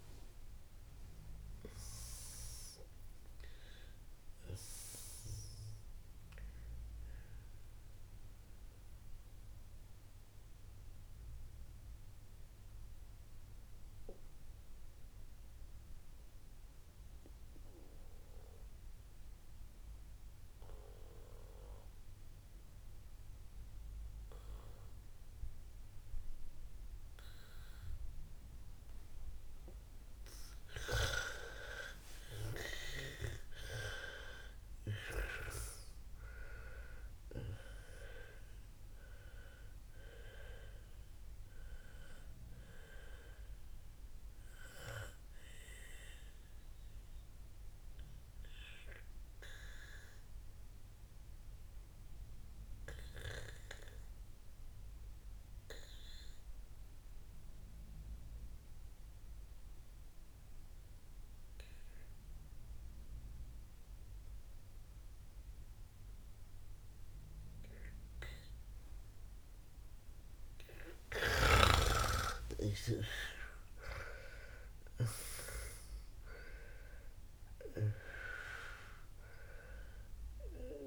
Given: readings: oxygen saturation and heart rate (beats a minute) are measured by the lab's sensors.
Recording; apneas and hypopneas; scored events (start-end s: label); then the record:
breathing in sleep by a room microphone; 2
0.00-1.00 s: arousal
0.00-21.00 s: oxygen desaturation (device-marked, oxygen 93% lowest, heart rate 56 extreme)
8.50-30.50 s: mixed apnea (oxygen 99% before, 92% lowest, heart rate 91 before, 56 extreme, up 15 after)
32.00-35.00 s: arousal
33.00-57.00 s: oxygen desaturation (device-marked, oxygen 99% before, 92% lowest, heart rate 61 before, 57 extreme)
46.00-72.00 s: obstructive apnea (oxygen 99% before, 90% lowest, heart rate 67 before, 55 extreme, up 38 after)
72.50-76.50 s: arousal
73.00-80.87 s: oxygen desaturation (device-marked, oxygen 98% before, 90% lowest, heart rate 60 before, 54 extreme)
From the record:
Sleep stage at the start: N2 (light sleep); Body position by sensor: on the back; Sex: female